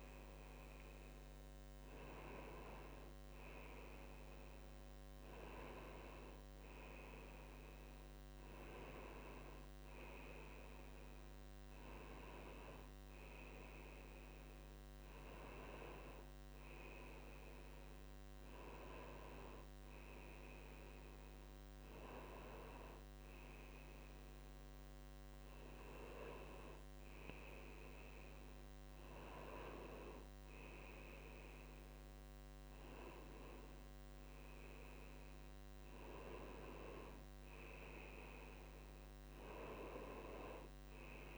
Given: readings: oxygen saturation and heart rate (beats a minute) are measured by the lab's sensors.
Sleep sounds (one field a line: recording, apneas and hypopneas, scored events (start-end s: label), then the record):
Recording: a person awake in a sleep study, by a microphone on the trachea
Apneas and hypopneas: none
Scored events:
none scored
From the record:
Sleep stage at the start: awake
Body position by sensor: on the right side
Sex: male